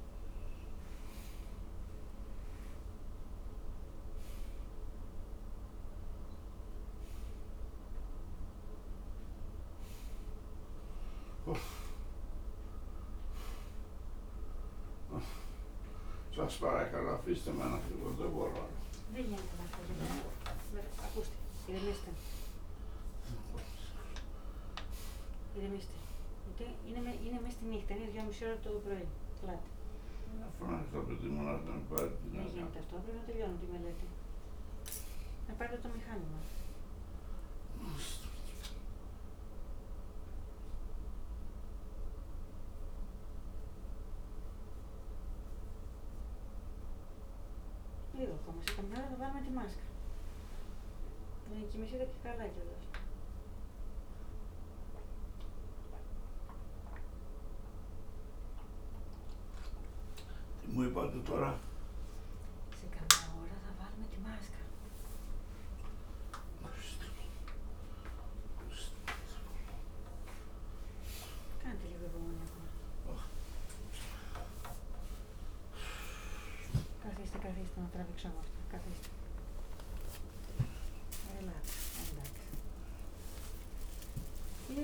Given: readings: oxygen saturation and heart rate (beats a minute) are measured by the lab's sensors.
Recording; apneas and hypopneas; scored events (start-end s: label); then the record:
a person awake in a sleep study, by a room microphone; none
16.00-20.00 s: snoring (device-marked)
From the record:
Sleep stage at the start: awake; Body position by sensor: upright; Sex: male